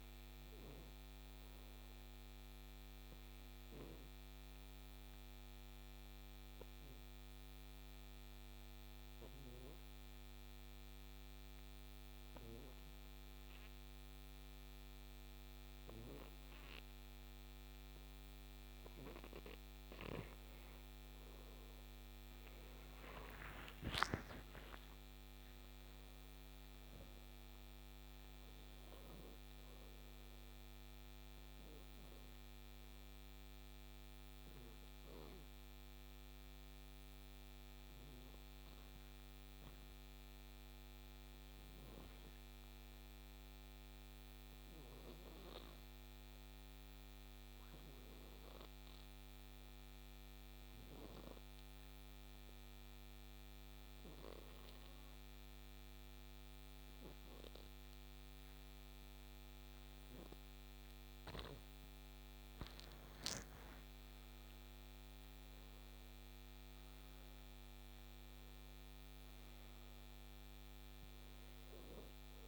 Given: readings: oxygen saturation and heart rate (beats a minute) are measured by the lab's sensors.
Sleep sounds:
breathing in sleep, hard to hear, by a microphone on the trachea; 3
0.00-12.50 s: oxygen desaturation (device-marked, oxygen 91% lowest, heart rate 54 extreme)
5.00-19.00 s: obstructive apnea (oxygen 97% before, 88% lowest, heart rate 66 before, 58 extreme, up 14 after)
20.00-23.50 s: arousal
23.50-45.50 s: oxygen desaturation (device-marked, oxygen 97% before, 90% lowest, heart rate 62 before, 58 extreme)
30.50-40.50 s: obstructive apnea (oxygen 97% before, 87% lowest, heart rate 67 before, 58 extreme, up 16 after)
43.00-47.00 s: arousal
50.50-60.50 s: obstructive apnea (oxygen 97% before, 87% lowest, heart rate 64 before, 57 extreme, up 12 after)
59.50-72.48 s: oxygen desaturation (device-marked, oxygen 96% before, 87% lowest, heart rate 64 before, 54 extreme)
62.50-67.00 s: arousal
From the record:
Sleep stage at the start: N2 (light sleep); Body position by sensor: on the right side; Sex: male

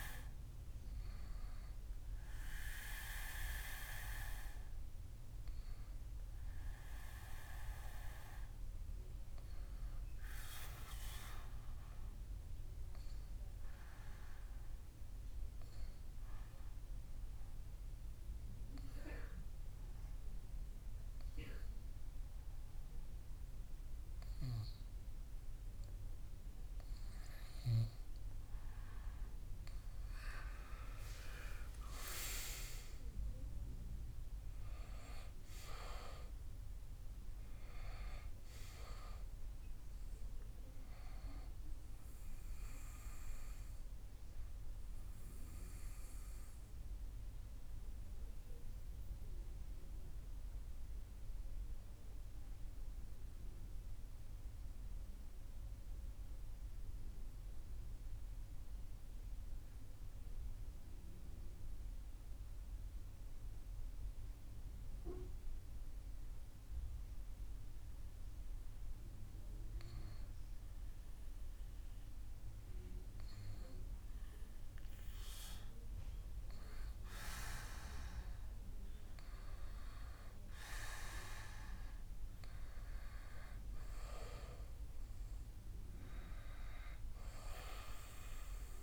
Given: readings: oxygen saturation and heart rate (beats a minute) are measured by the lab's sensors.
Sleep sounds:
breathing in sleep by a room microphone; 2
3.00-31.00 s: obstructive apnea (oxygen 97% before, 93% lowest)
32.00-36.50 s: arousal
45.00-78.50 s: obstructive apnea (oxygen 97% before, 93% lowest)
79.50-84.50 s: arousal
From the record:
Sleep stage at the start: N2 (light sleep); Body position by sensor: on the back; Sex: male

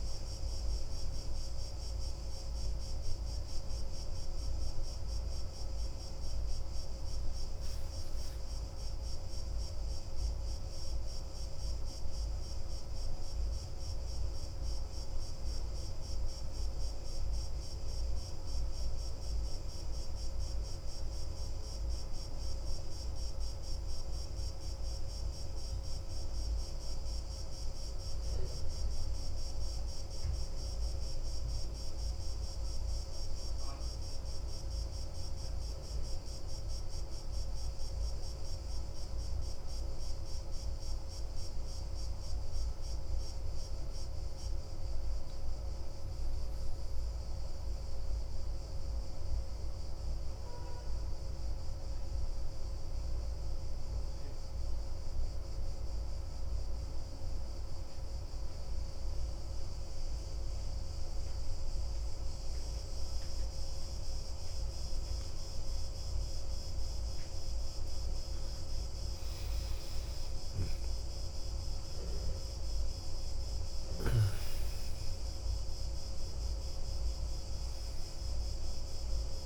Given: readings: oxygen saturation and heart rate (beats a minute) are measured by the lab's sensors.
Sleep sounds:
breathing in sleep, hard to hear, by a room microphone; 2
0.00-10.50 s: oxygen desaturation (device-marked, oxygen 92% lowest, heart rate 42 extreme)
13.50-17.50 s: arousal
20.00-41.00 s: obstructive apnea (oxygen 95% before, 89% lowest, heart rate 44 before, 42 extreme, up 2 after)
43.00-46.50 s: arousal
49.50-66.50 s: oxygen desaturation (device-marked, oxygen 95% before, 92% lowest, heart rate 44 before, 28 extreme)
50.00-64.50 s: obstructive apnea (oxygen 96% before, 89% lowest, heart rate 44 before, 28 extreme, up 3 after)
66.00-71.50 s: arousal
74.50-79.46 s: oxygen desaturation (device-marked, oxygen 93% before, 89% lowest, heart rate 44 before, 28 extreme)
From the record:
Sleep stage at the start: N2 (light sleep); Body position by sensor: on the back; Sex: male

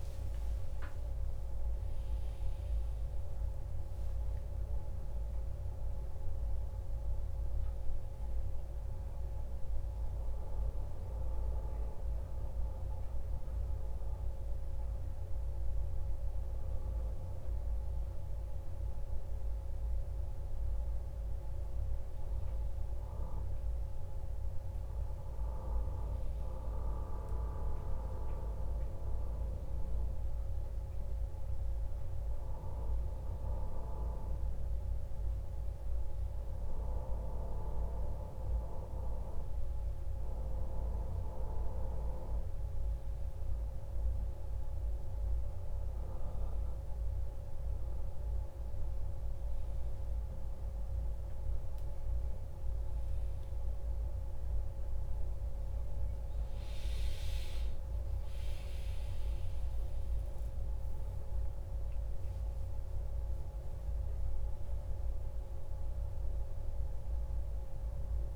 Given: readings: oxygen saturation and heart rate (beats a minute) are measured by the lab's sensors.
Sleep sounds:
breathing in sleep by a room microphone; none
0.00-5.00 s: arousal
65.00-68.36 s: new sleep stage, awake
From the record:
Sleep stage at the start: N1 (lightest sleep); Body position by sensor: on the back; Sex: male

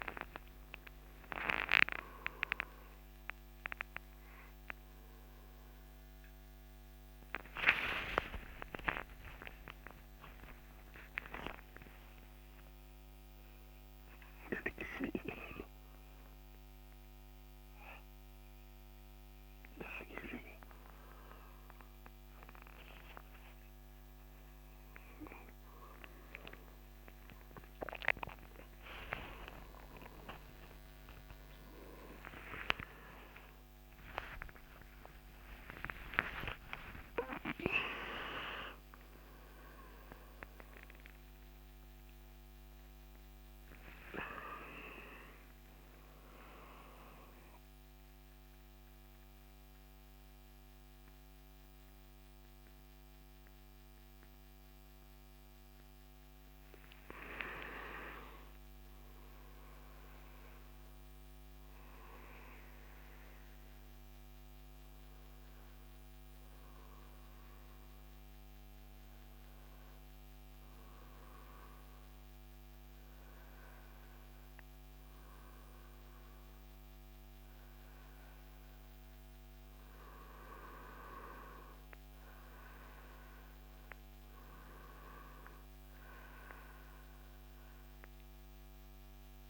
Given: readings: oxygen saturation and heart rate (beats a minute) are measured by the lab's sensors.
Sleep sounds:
a person awake in a sleep study, by a microphone on the trachea; none
61.00-89.50 s: new sleep stage, N1 (lightest sleep)
From the record:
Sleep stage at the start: awake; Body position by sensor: on the right side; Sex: male

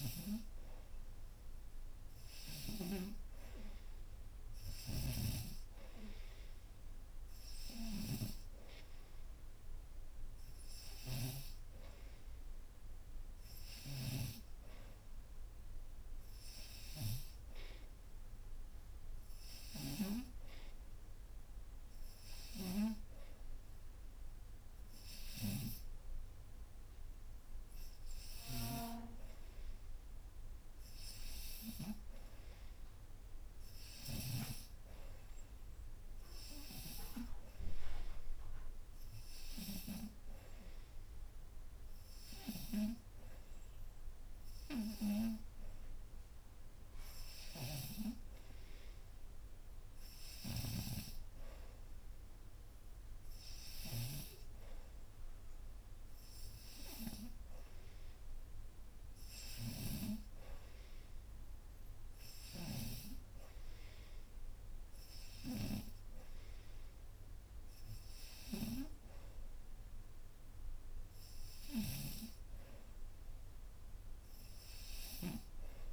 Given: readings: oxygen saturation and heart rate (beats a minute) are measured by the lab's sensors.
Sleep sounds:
breathing in sleep by a room microphone; none
6.00-75.93 s: new sleep stage, N3 (deep sleep)
From the record:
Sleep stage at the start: N2 (light sleep); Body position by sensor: upright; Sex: female

